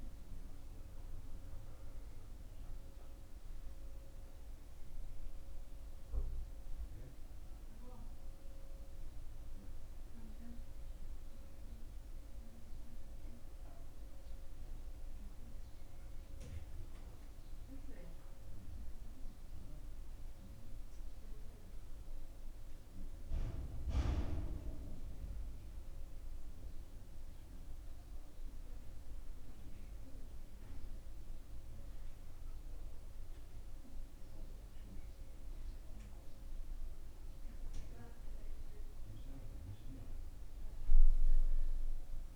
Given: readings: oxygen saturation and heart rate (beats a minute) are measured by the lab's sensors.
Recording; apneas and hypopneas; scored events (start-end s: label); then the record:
breathing in sleep by a room microphone; none
none scored
From the record:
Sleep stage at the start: N1 (lightest sleep); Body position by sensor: on the back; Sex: male